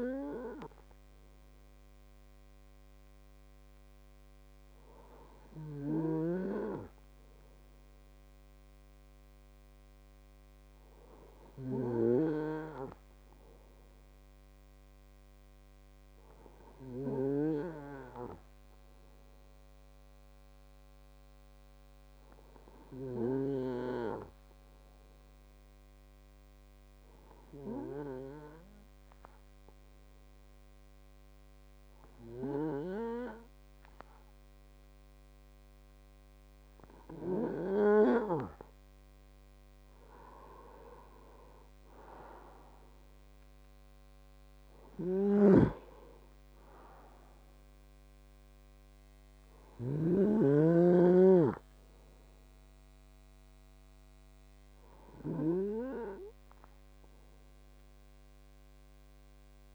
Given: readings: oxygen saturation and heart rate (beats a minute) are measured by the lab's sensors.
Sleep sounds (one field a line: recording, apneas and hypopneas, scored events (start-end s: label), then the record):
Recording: breathing in sleep by a microphone on the trachea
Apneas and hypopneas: 1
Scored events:
0.00-6.50 s: oxygen desaturation (device-marked, oxygen 93% lowest)
6.00-12.50 s: snoring (device-marked)
25.00-38.50 s: hypopnea (oxygen 98% before, 94% lowest, heart rate 46 before, 49 extreme, up 51 after)
40.50-43.50 s: arousal
45.50-50.50 s: snoring (device-marked)
From the record:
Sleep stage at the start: N2 (light sleep)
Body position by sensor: on the right side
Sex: male